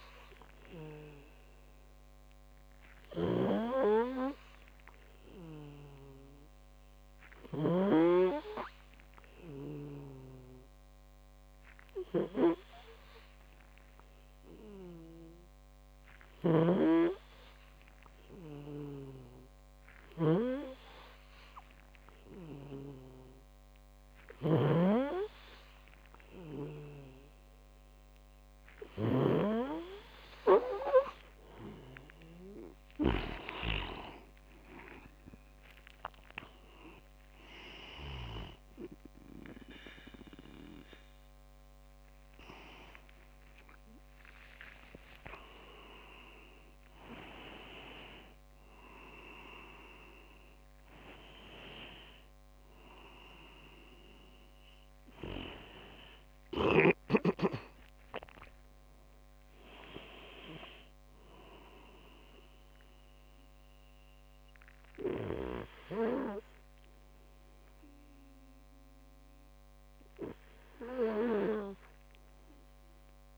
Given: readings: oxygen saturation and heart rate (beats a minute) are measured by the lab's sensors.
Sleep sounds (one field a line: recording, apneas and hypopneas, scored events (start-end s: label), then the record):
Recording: breathing in sleep by a microphone on the trachea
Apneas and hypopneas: none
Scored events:
0.00-1.50 s: arousal
0.00-8.00 s: snoring (device-marked)
16.50-38.50 s: snoring (device-marked)
32.50-37.00 s: leg movement (device-marked)
43.50-48.50 s: arousal
46.50-49.00 s: leg movement (device-marked)
From the record:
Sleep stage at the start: N2 (light sleep)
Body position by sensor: on the back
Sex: male